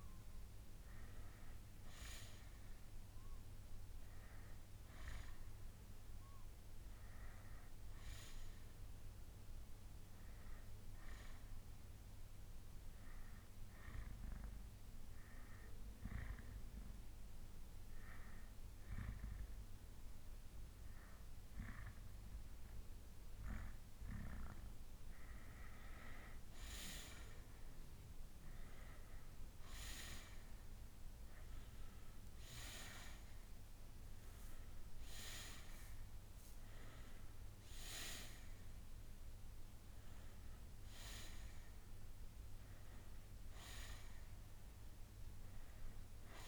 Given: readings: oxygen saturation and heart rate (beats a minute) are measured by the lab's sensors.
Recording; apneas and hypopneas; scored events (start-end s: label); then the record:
breathing in sleep by a room microphone; 1
0.00-13.00 s: oxygen desaturation (device-marked, oxygen 93% lowest, heart rate 54 extreme)
11.50-24.00 s: hypopnea (oxygen 97% before, 88% lowest, heart rate 71 before, 53 extreme, up 9 after)
17.00-21.00 s: bradycardia (device-marked, heart rate 75 before, 54 extreme)
22.00-29.00 s: bradycardia (device-marked, heart rate 75 before, 54 extreme)
26.50-30.50 s: arousal
28.00-46.47 s: oxygen desaturation (device-marked, oxygen 94% before, 88% lowest, heart rate 61 before, 53 extreme)
42.00-46.00 s: bradycardia (device-marked, heart rate 74 before, 53 extreme)
From the record:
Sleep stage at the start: N2 (light sleep); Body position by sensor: on the back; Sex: male